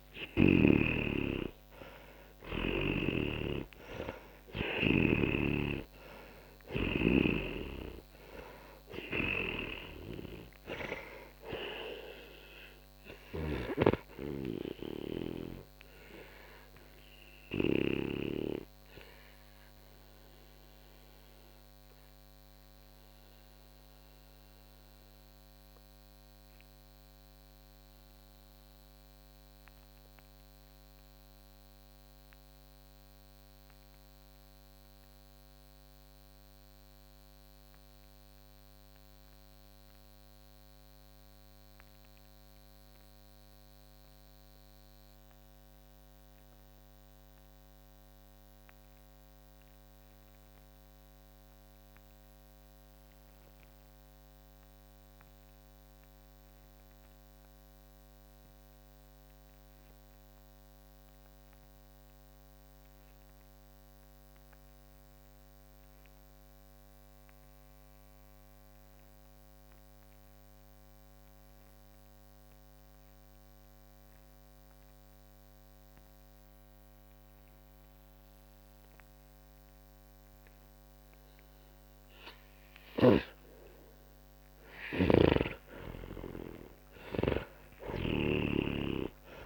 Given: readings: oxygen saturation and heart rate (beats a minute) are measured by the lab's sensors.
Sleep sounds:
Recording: breathing in sleep by a microphone on the trachea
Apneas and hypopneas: 1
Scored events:
0.00-45.50 s: oxygen desaturation (device-marked, oxygen 81% lowest, heart rate 39 extreme)
7.50-13.50 s: snoring (device-marked)
19.50-85.00 s: mixed apnea (oxygen 96% before, 81% lowest, heart rate 65 before, 39 extreme, up 21 after)
74.50-89.46 s: oxygen desaturation (device-marked, oxygen 97% before, 91% lowest, heart rate 50 before, 38 extreme)
83.00-89.46 s: snoring (device-marked)
87.00-89.46 s: arousal
From the record:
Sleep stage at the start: N2 (light sleep)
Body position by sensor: on the back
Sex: male

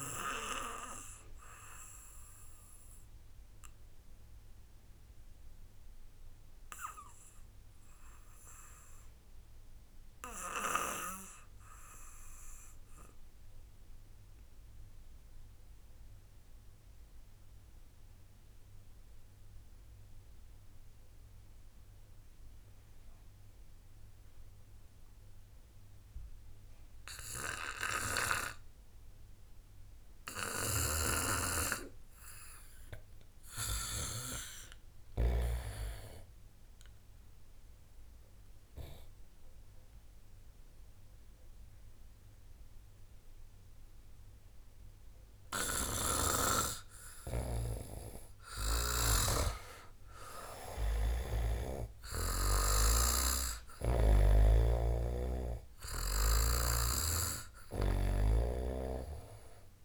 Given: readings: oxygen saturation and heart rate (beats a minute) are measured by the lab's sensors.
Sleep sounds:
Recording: breathing in sleep by a room microphone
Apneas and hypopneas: 1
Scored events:
0.00-13.00 s: oxygen desaturation (device-marked, oxygen 92% lowest)
1.50-46.50 s: obstructive apnea (oxygen 97% before, 89% lowest)
27.00-59.85 s: oxygen desaturation (device-marked, oxygen 97% before, 89% lowest)
47.00-54.00 s: snoring (device-marked)
49.50-54.00 s: arousal
From the record:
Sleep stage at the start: REM sleep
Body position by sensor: on the back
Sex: male

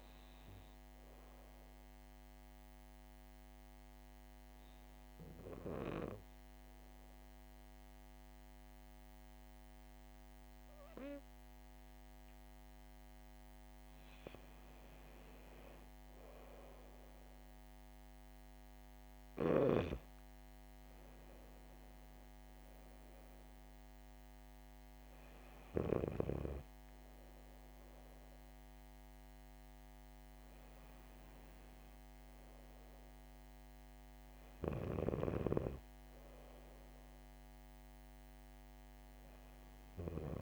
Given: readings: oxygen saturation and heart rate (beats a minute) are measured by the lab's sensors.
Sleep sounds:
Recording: breathing in sleep by a microphone on the trachea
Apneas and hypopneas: 1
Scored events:
1.00-14.50 s: hypopnea (oxygen 100% before, 95% lowest, heart rate 66 before, 63 extreme, up 2 after)
15.00-37.00 s: oxygen desaturation (device-marked, oxygen 98% before, 95% lowest, heart rate 67 before, 62 extreme)
16.00-19.00 s: arousal
From the record:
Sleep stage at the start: N2 (light sleep)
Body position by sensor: on the back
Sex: female

